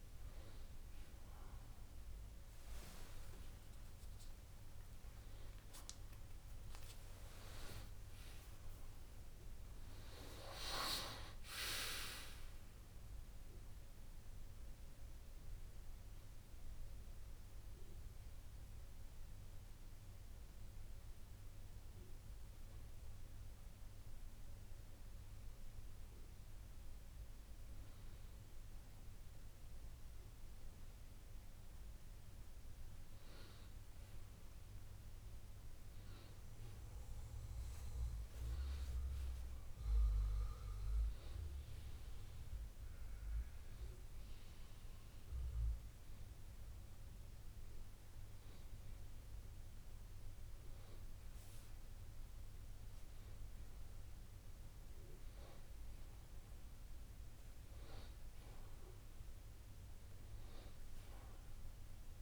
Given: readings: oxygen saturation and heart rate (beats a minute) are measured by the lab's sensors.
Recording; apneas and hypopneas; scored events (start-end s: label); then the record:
breathing in sleep by a room microphone; 2
8.00-12.00 s: arousal
15.00-28.00 s: obstructive apnea (oxygen 94% before, 91% lowest, heart rate 114 before, 60 extreme, up 1 after)
31.50-36.00 s: arousal
43.00-54.00 s: hypopnea (oxygen 94% before, 93% lowest, heart rate 61 before, 54 extreme, up 11 after)
57.50-61.00 s: arousal
From the record:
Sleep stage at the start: REM sleep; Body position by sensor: on the back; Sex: male